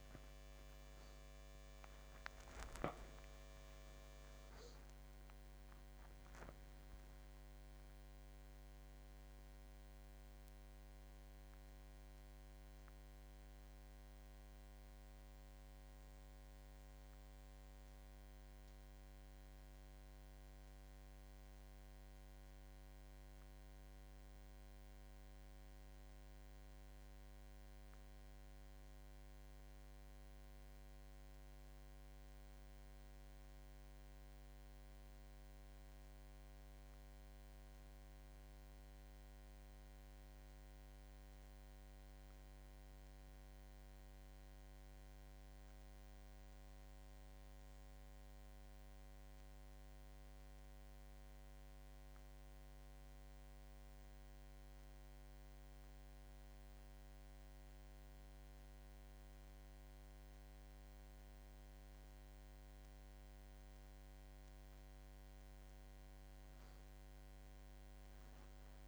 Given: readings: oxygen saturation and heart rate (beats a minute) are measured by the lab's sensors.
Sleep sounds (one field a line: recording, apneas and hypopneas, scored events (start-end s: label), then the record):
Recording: a person awake in a sleep study, hard to hear, by a microphone on the trachea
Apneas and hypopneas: none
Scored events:
none scored
From the record:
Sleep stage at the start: awake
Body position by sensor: on the back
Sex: male